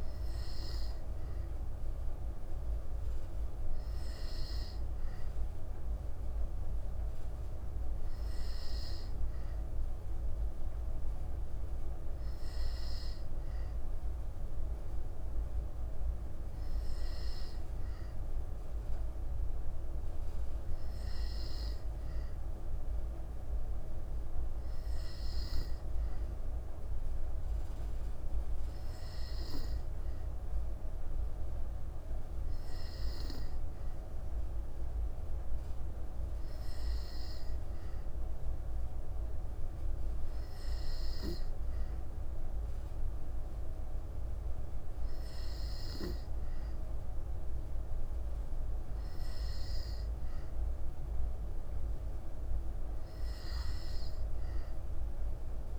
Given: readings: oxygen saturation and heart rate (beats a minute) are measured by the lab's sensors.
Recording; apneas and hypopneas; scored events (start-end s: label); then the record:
breathing in sleep, hard to hear, by a room microphone; none
none scored
From the record:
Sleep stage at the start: N2 (light sleep); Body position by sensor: on the back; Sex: female